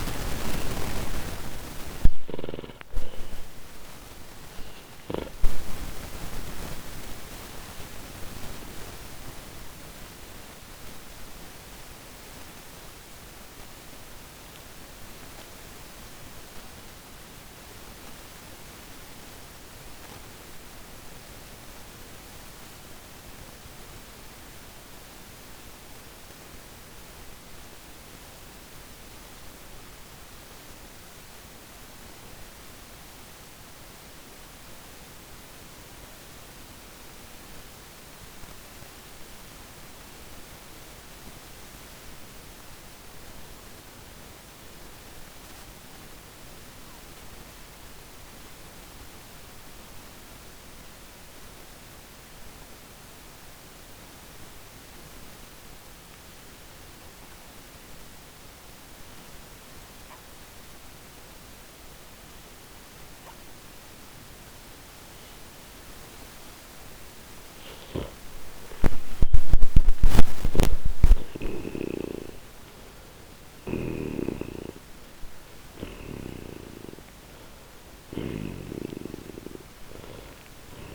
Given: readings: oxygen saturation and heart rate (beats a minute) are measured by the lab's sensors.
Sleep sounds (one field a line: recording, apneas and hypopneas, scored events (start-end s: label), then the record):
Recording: breathing in sleep by a microphone on the trachea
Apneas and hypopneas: 1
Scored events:
0.00-2.00 s: snoring (device-marked)
0.00-39.50 s: oxygen desaturation (device-marked, oxygen 79% lowest, heart rate 54 extreme)
5.50-66.50 s: mixed apnea (oxygen 98% before, 79% lowest, heart rate 159 before, 54 extreme, up 27 after)
61.50-80.95 s: oxygen desaturation (device-marked, oxygen 99% before, 81% lowest, heart rate 94 before, 64 extreme)
67.50-72.00 s: arousal
69.50-73.50 s: snoring (device-marked)
From the record:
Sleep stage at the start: N2 (light sleep)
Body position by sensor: on the back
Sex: male